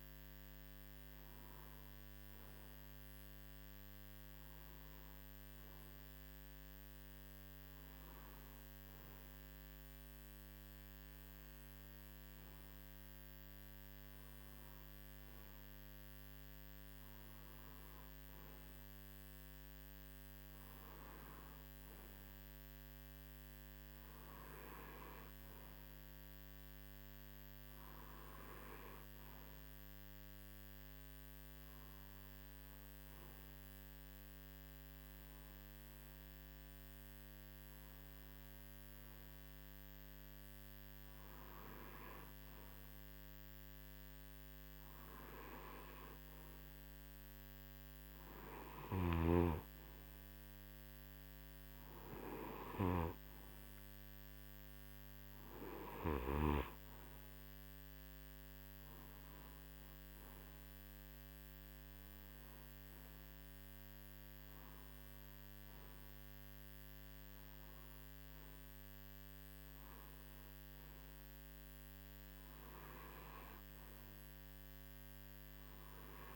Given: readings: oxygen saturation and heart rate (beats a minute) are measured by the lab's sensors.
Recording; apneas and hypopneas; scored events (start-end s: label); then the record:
breathing in sleep by a microphone on the trachea; none
none scored
From the record:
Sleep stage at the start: N2 (light sleep); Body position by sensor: on the right side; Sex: male